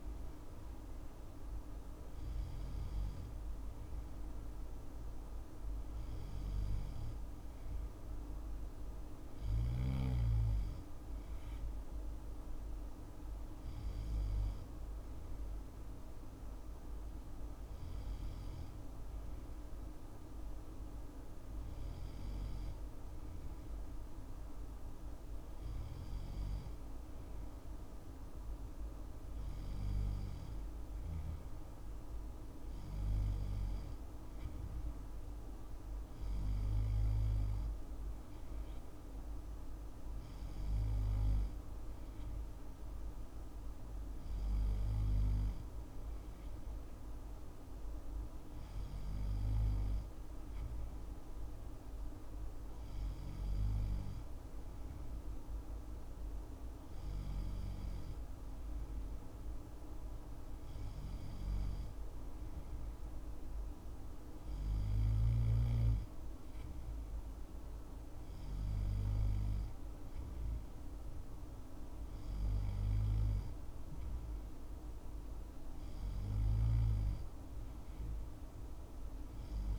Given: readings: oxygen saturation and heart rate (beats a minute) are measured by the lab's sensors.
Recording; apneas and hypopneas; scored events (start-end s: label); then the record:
breathing in sleep, hard to hear, by a room microphone; none
none scored
From the record:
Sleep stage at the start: N2 (light sleep); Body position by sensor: on the left side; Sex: male